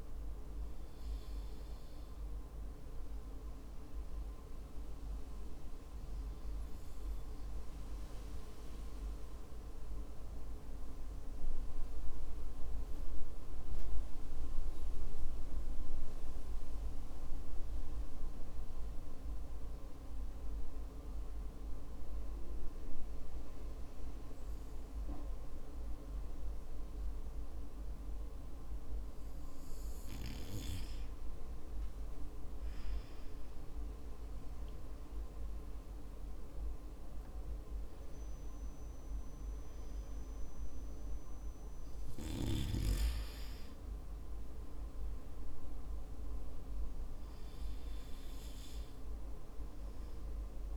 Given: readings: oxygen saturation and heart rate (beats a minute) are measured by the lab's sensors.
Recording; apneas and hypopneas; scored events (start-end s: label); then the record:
breathing in sleep, hard to hear, by a room microphone; 1
2.50-29.50 s: hypopnea (oxygen 95% before, 93% lowest, heart rate 58 before, 52 extreme, up 8 after)
32.50-36.50 s: arousal
From the record:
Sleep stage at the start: N2 (light sleep); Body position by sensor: on the back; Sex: male